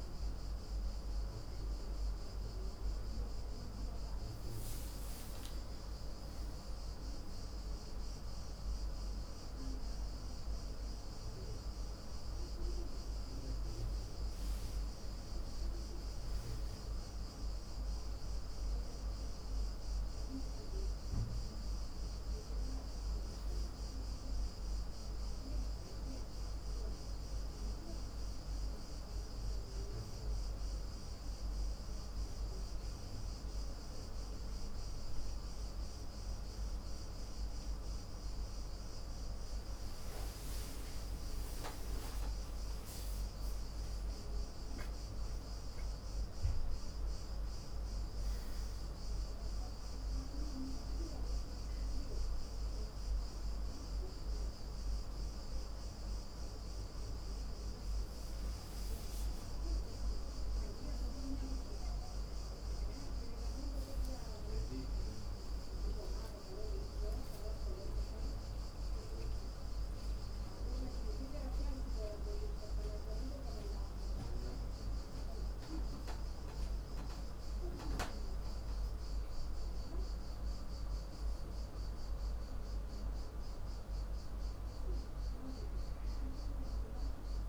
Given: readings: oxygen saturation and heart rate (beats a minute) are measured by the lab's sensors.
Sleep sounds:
a person partly awake in a sleep study, hard to hear, by a room microphone; 1
22.00-87.49 s: new sleep stage, N1 (lightest sleep)
25.50-37.50 s: central apnea (oxygen 97% before, 95% lowest, heart rate 60 before, 57 extreme, up 5 after)
39.50-43.50 s: arousal
76.00-80.00 s: arousal
From the record:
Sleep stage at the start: awake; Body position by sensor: on the back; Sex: male

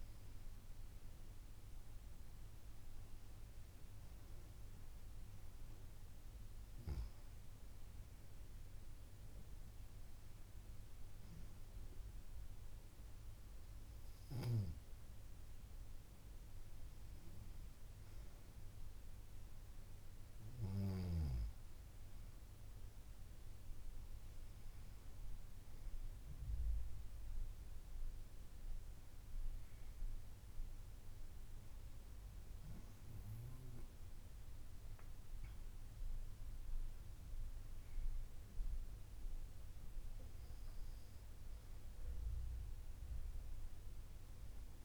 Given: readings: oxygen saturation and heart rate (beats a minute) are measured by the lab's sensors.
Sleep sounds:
breathing in sleep, hard to hear, by a room microphone; none
none scored
From the record:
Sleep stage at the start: N2 (light sleep); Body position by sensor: on the back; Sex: female

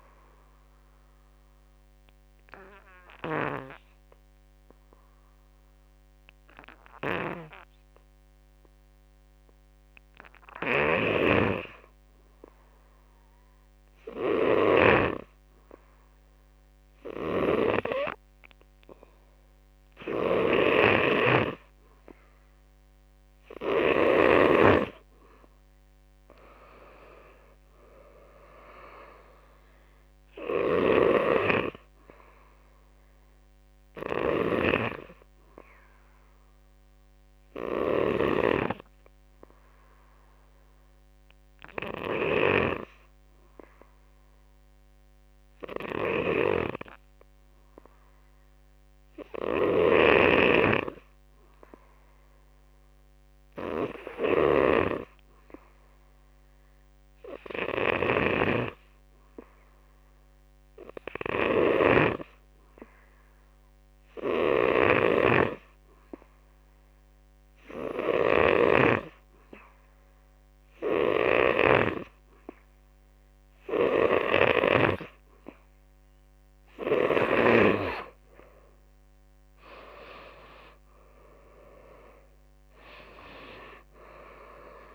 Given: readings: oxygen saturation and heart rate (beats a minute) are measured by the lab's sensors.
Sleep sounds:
breathing in sleep by a microphone on the trachea; 2
0.50-18.50 s: obstructive apnea (oxygen 92% before, 89% lowest, heart rate 62 before, 48 extreme, up 8 after)
10.50-24.00 s: snoring (device-marked)
19.00-34.00 s: oxygen desaturation (device-marked, oxygen 98% before, 89% lowest, heart rate 52 before, 48 extreme)
23.50-27.00 s: arousal
27.00-40.00 s: drop in pulse transit time (device-marked, heart rate 54 before, 48 extreme)
34.50-74.00 s: hypopnea (oxygen 98% before, 90% lowest, heart rate 57 before, 51 extreme, up 14 after)
57.00-65.00 s: oxygen desaturation (device-marked, oxygen 96% before, 90% lowest, heart rate 52 before, 52 extreme)
57.50-61.50 s: snoring (device-marked)
78.50-82.50 s: arousal
82.00-84.94 s: drop in pulse transit time (device-marked, heart rate 56 before, 59 extreme)
From the record:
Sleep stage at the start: N2 (light sleep); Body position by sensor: on the back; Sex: male

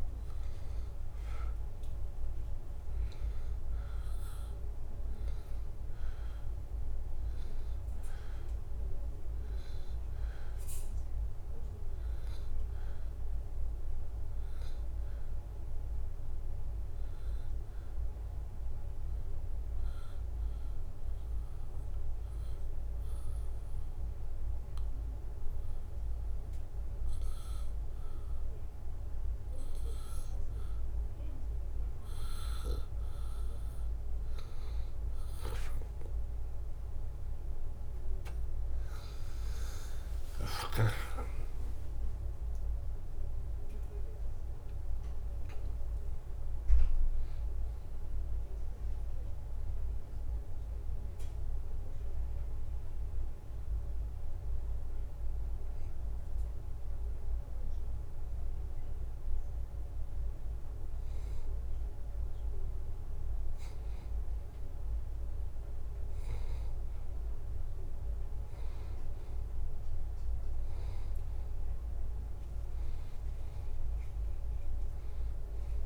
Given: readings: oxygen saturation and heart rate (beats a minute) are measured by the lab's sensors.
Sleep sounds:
breathing in sleep, hard to hear, by a room microphone; 2
4.50-8.00 s: arousal
9.50-21.50 s: oxygen desaturation (device-marked, oxygen 94% before, 91% lowest, heart rate 79 before, 78 extreme)
11.00-31.50 s: hypopnea (oxygen 94% before, 88% lowest, heart rate 79 before, 78 extreme, up 1 after)
37.00-42.50 s: arousal
38.50-59.50 s: oxygen desaturation (device-marked, oxygen 94% before, 88% lowest, heart rate 79 before, 78 extreme)
44.50-60.50 s: drop in pulse transit time (device-marked, heart rate 79 before, 81 extreme)
51.00-63.50 s: hypopnea (oxygen 94% before, 88% lowest, heart rate 81 before, 78 extreme, up 0 after)
67.00-71.00 s: arousal
From the record:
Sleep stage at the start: N2 (light sleep); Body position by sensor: on the back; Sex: male

